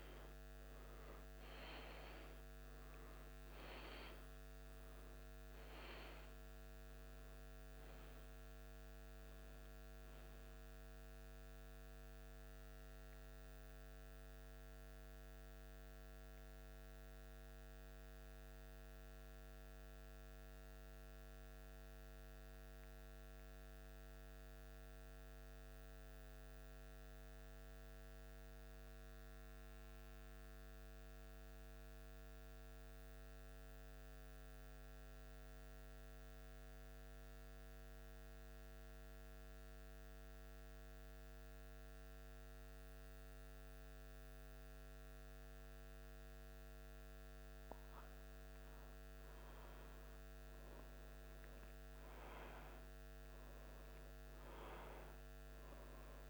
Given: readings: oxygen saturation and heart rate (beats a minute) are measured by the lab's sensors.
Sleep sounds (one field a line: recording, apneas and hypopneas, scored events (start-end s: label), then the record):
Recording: breathing in sleep, hard to hear, by a microphone on the trachea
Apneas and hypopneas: 1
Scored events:
11.00-47.00 s: central apnea (oxygen 95% before, 91% lowest, heart rate 77 before, 74 extreme, up 1 after)
49.00-52.50 s: arousal
From the record:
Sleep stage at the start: N2 (light sleep)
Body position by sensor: on the back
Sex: male